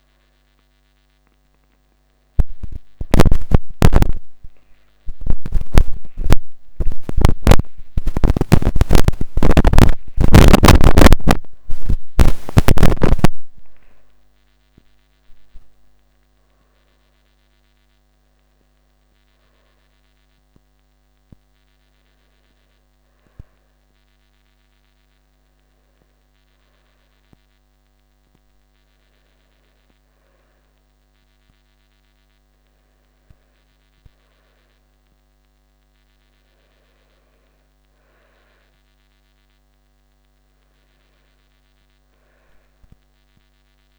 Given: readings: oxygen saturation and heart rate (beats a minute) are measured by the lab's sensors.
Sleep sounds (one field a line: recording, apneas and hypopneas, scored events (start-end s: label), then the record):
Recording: a person partly awake in a sleep study, by a microphone on the trachea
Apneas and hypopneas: none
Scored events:
16.50-43.99 s: new sleep stage, N1 (lightest sleep)
From the record:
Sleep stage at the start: awake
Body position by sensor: on the back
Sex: female